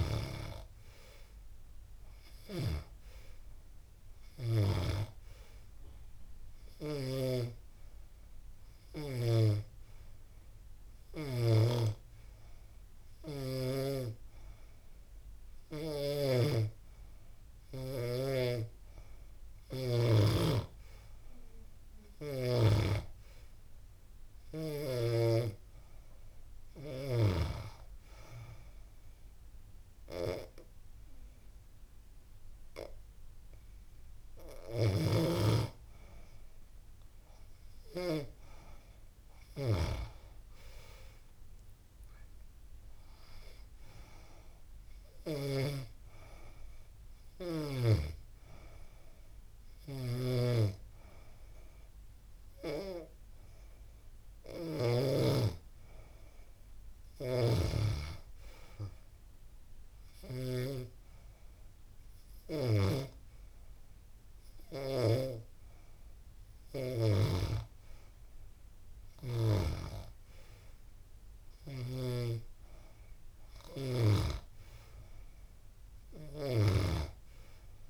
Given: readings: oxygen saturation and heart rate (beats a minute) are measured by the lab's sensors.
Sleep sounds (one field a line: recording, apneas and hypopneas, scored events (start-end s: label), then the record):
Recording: breathing in sleep by a room microphone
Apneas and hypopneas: 1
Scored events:
0.00-11.00 s: oxygen desaturation (device-marked, oxygen 90% lowest, heart rate 86 extreme)
7.50-18.50 s: hypopnea (oxygen 94% before, 89% lowest, heart rate 88 before, 86 extreme, up 2 after)
15.00-19.50 s: snoring (device-marked)
26.50-29.50 s: arousal
44.00-56.00 s: oxygen desaturation (device-marked, oxygen 93% before, 89% lowest, heart rate 87 before, 85 extreme)
49.00-54.50 s: snoring (device-marked)
From the record:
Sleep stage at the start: N2 (light sleep)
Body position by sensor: on the back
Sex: female